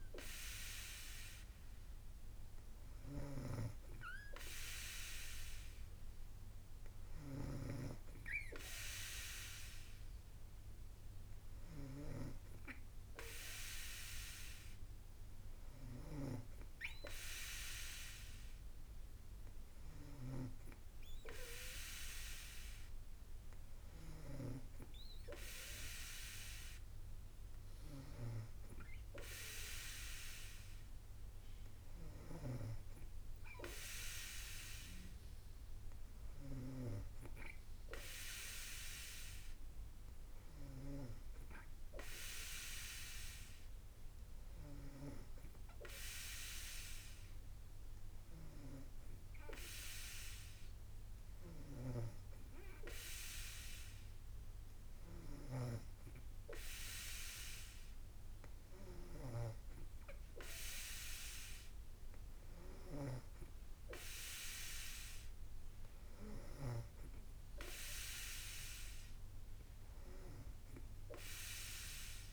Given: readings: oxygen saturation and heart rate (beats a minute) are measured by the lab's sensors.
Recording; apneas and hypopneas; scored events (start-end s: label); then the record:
breathing in sleep by a room microphone; none
0.00-16.50 s: snoring (device-marked)
From the record:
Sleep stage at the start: N2 (light sleep); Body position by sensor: on the back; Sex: female